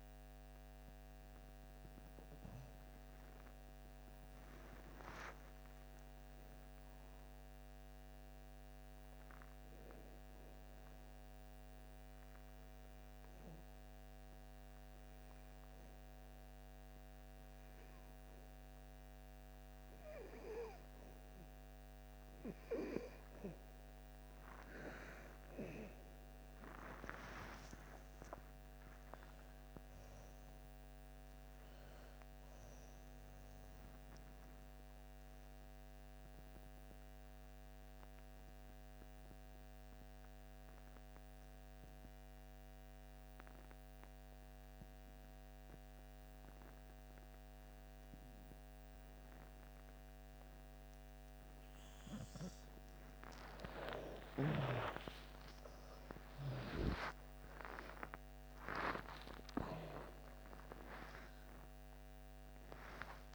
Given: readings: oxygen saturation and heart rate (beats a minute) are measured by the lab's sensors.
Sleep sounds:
breathing in sleep by a microphone on the trachea; 2
0.00-5.00 s: oxygen desaturation (device-marked, oxygen 82% lowest)
5.50-8.50 s: arousal
10.50-21.50 s: obstructive apnea (oxygen 98% before, 83% lowest)
24.00-43.00 s: oxygen desaturation (device-marked, oxygen 97% before, 90% lowest)
25.50-30.50 s: arousal
34.50-51.50 s: obstructive apnea (oxygen 98% before, 83% lowest)
54.00-61.00 s: arousal
54.00-63.35 s: oxygen desaturation (device-marked, oxygen 97% before, 83% lowest)
From the record:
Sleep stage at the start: N2 (light sleep); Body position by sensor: on the back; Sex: female

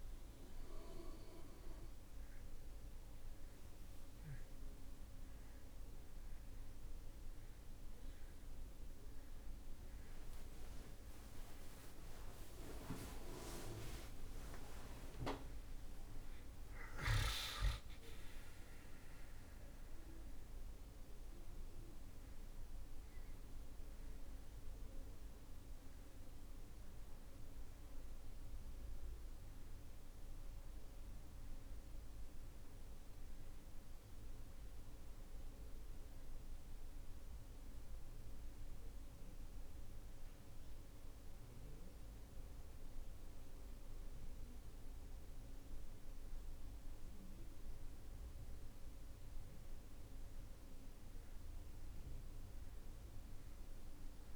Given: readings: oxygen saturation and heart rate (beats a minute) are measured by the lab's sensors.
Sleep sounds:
breathing in sleep by a room microphone; 1
12.50-17.00 s: arousal
38.00-49.00 s: hypopnea (oxygen 93% before, 90% lowest)
51.50-54.36 s: arousal
From the record:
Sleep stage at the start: N2 (light sleep); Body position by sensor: on the back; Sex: male

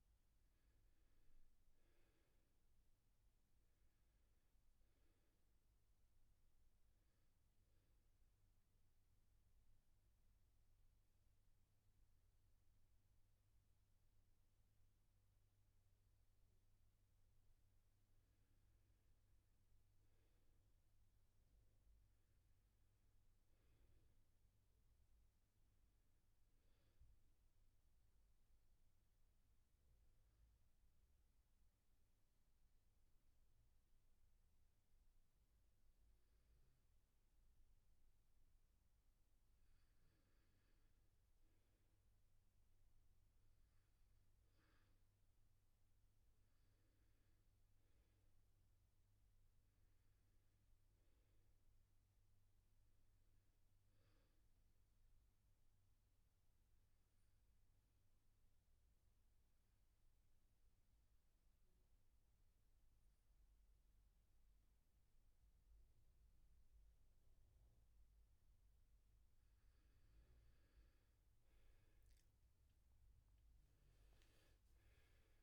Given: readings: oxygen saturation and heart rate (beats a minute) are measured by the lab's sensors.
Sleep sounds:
breathing in sleep, hard to hear, by a room microphone; 3
0.00-11.50 s: oxygen desaturation (device-marked, oxygen 86% lowest, heart rate 63 extreme)
7.50-18.50 s: obstructive apnea (oxygen 97% before, 86% lowest, heart rate 72 before, 63 extreme, up 5 after)
20.50-24.50 s: arousal
28.50-39.50 s: obstructive apnea (oxygen 99% before, 88% lowest, heart rate 70 before, 64 extreme, up 6 after)
28.50-39.50 s: oxygen desaturation (device-marked, oxygen 98% before, 94% lowest, heart rate 70 before, 64 extreme)
41.50-45.00 s: arousal
45.50-58.50 s: oxygen desaturation (device-marked, oxygen 98% before, 92% lowest, heart rate 67 before, 67 extreme)
55.50-69.50 s: obstructive apnea (oxygen 98% before, 88% lowest, heart rate 70 before, 68 extreme, up 19 after)
70.50-74.50 s: arousal
72.50-75.43 s: oxygen desaturation (device-marked, oxygen 97% before, 88% lowest, heart rate 69 before, 74 extreme)
From the record:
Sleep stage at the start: N2 (light sleep); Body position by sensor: on the back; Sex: male

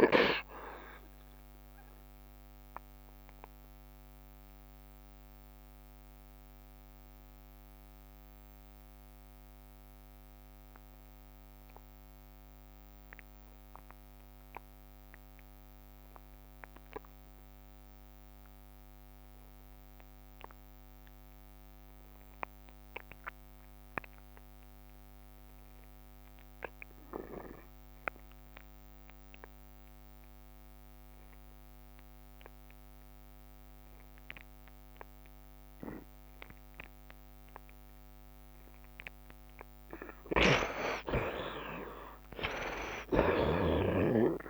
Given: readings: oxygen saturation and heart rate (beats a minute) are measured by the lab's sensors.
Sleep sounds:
breathing in sleep by a microphone on the trachea; 1
0.00-17.50 s: oxygen desaturation (device-marked, oxygen 54% lowest, heart rate 67 extreme)
2.50-39.50 s: mixed apnea (oxygen 64% before, 54% lowest, heart rate 76 before, 67 extreme, up 14 after)
13.50-15.50 s: long interval between heartbeats (device-marked, heart rate 76 before, 70 extreme)
24.50-44.50 s: oxygen desaturation (device-marked, oxygen 87% before, 56% lowest, heart rate 72 before, 68 extreme)
41.00-43.00 s: long interval between heartbeats (device-marked, heart rate 73 before, 83 extreme)
41.00-44.50 s: arousal
From the record:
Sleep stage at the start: N2 (light sleep); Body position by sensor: on the right side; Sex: male

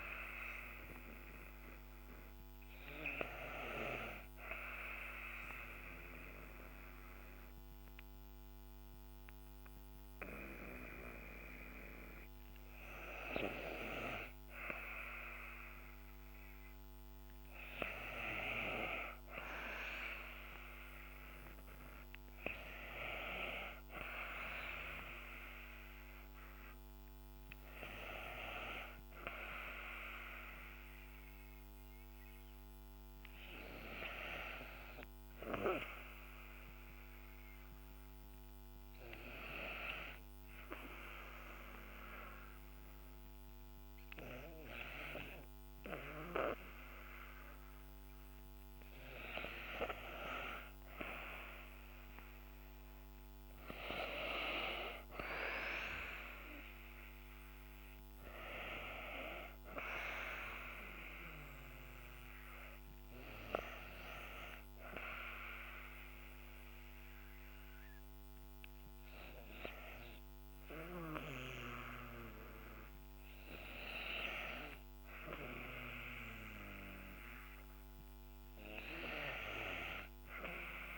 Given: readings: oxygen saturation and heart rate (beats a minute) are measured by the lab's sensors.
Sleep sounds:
breathing in sleep by a microphone on the trachea; 3
0.00-1.50 s: arousal
5.50-17.00 s: obstructive apnea (oxygen 98% before, 88% lowest, heart rate 60 before, 60 extreme, up 5 after)
6.00-12.00 s: oxygen desaturation (device-marked, oxygen 98% before, 93% lowest, heart rate 60 before, 61 extreme)
19.00-32.00 s: oxygen desaturation (device-marked, oxygen 95% before, 90% lowest, heart rate 64 before, 60 extreme)
22.00-26.00 s: arousal
30.50-48.00 s: obstructive apnea (oxygen 97% before, 88% lowest, heart rate 64 before, 58 extreme, up 4 after)
48.00-72.00 s: oxygen desaturation (device-marked, oxygen 96% before, 88% lowest, heart rate 62 before, 58 extreme)
51.50-55.00 s: arousal
60.50-75.50 s: obstructive apnea (oxygen 96% before, 87% lowest, heart rate 63 before, 53 extreme, up 4 after)
78.00-80.98 s: arousal
From the record:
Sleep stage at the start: N2 (light sleep); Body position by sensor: on the back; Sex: female

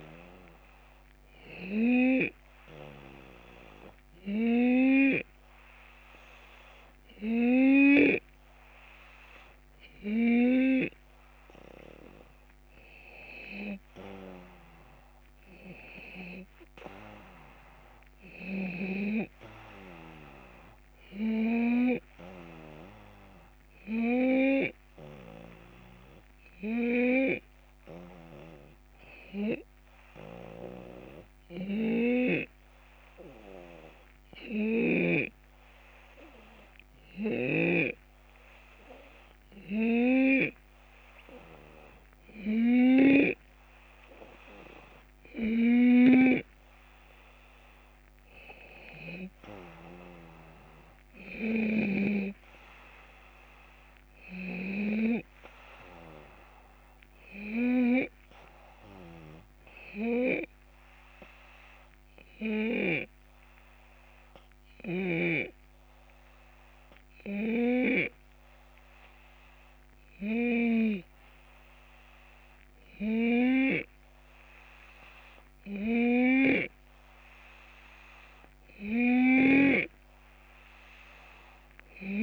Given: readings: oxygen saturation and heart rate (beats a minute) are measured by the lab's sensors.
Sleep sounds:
breathing in sleep by a microphone on the trachea; 2
17.00-21.00 s: arousal
30.00-42.50 s: hypopnea (oxygen 93% before, 90% lowest)
44.50-48.00 s: arousal
61.00-71.50 s: obstructive apnea (oxygen 93% before, 90% lowest)
74.00-77.00 s: arousal
From the record:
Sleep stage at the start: N2 (light sleep); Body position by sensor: on the left side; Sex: male

